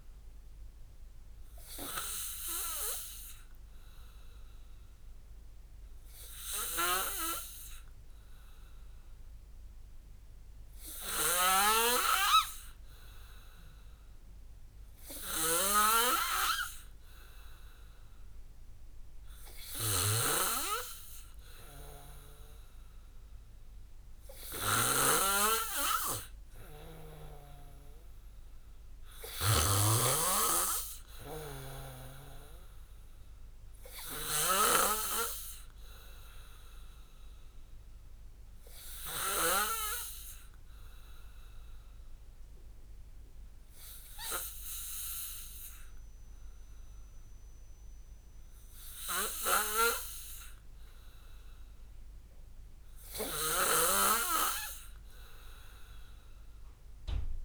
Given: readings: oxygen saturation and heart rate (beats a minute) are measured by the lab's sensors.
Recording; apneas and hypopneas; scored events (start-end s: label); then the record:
breathing in sleep by a room microphone; 2
2.50-18.50 s: obstructive apnea (oxygen 95% before, 93% lowest)
11.00-39.50 s: snoring (device-marked)
20.00-23.50 s: arousal
35.50-52.00 s: obstructive apnea (oxygen 95% before, 93% lowest)
49.00-57.45 s: snoring (device-marked)
53.50-57.00 s: arousal
From the record:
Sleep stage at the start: N2 (light sleep); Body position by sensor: on the back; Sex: male